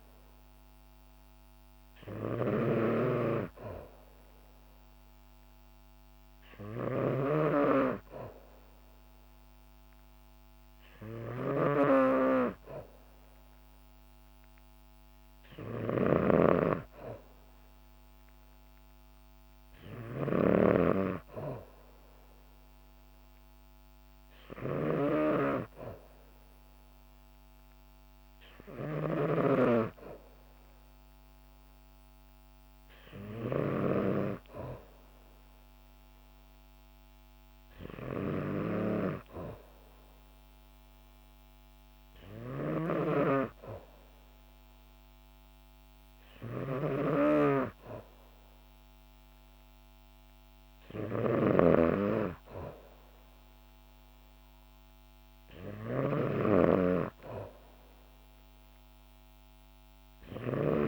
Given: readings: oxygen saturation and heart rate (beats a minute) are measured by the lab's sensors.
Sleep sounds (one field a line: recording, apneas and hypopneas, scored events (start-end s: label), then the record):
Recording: breathing in sleep by a microphone on the trachea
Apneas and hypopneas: none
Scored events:
0.00-60.88 s: snoring (device-marked)
From the record:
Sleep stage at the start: N2 (light sleep)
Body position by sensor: on the back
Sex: female